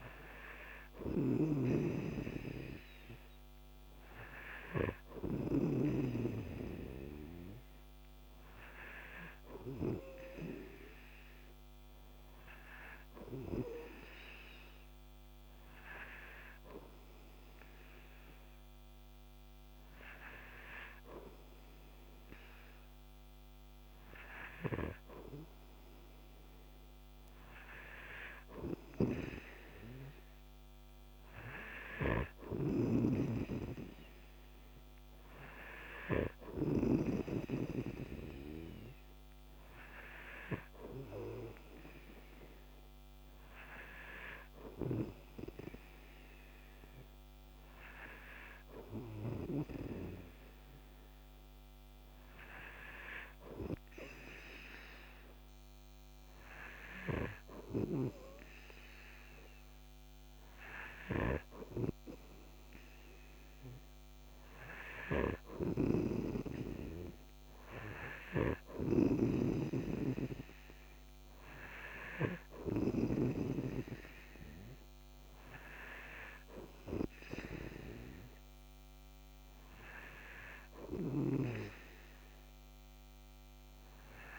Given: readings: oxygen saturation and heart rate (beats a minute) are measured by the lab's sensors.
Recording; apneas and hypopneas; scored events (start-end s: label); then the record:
breathing in sleep by a microphone on the trachea; none
0.00-6.00 s: snoring (device-marked)
29.00-37.50 s: snoring (device-marked)
68.50-73.50 s: snoring (device-marked)
81.00-84.39 s: snoring (device-marked)
From the record:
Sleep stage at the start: N3 (deep sleep); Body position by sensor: on the right side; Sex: male